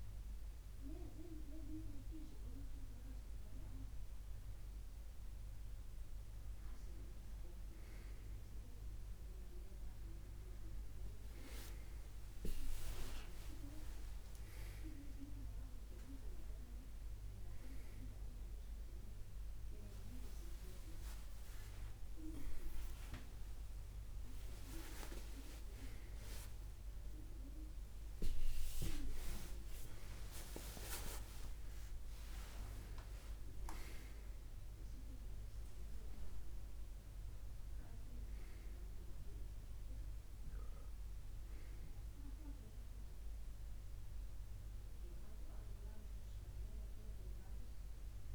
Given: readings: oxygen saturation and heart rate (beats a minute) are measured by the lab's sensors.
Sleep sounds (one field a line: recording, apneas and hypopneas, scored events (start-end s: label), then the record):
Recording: a person awake in a sleep study, by a room microphone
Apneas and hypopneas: none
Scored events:
1.50-31.50 s: new sleep stage, awake
2.50-11.50 s: oxygen desaturation (device-marked, oxygen 98% before, 95% lowest, heart rate 78 before, 77 extreme)
31.50-48.34 s: new sleep stage, N1 (lightest sleep)
From the record:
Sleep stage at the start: N1 (lightest sleep)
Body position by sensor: on the left side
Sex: male